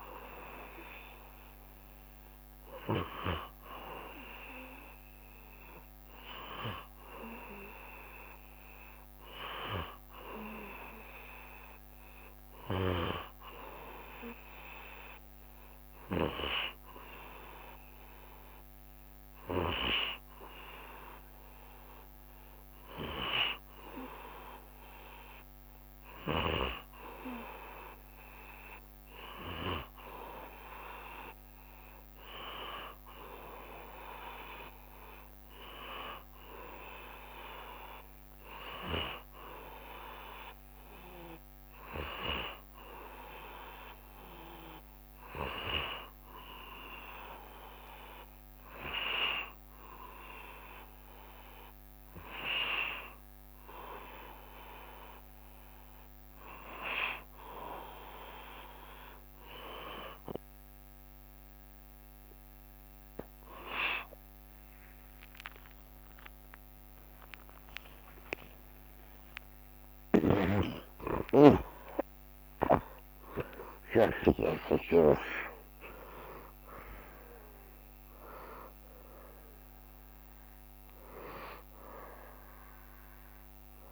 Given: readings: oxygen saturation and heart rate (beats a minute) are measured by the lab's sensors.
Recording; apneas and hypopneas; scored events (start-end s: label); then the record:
breathing in sleep by a microphone on the trachea; 1
0.50-37.50 s: hypopnea (oxygen 90% before, 88% lowest, heart rate 73 before, 69 extreme, up 1 after)
39.50-43.00 s: arousal
63.50-70.50 s: tachycardia (device-marked, heart rate 71 before, 128 extreme)
66.00-68.00 s: long interval between heartbeats (device-marked, heart rate 70 before, 90 extreme)
68.50-70.50 s: long interval between heartbeats (device-marked, heart rate 75 before, 128 extreme)
69.50-73.00 s: arousal
71.00-73.00 s: long interval between heartbeats (device-marked, heart rate 81 before, 135 extreme)
82.00-83.92 s: long interval between heartbeats (device-marked, heart rate 94 before, 82 extreme)
From the record:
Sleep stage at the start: N1 (lightest sleep); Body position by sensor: on the back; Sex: male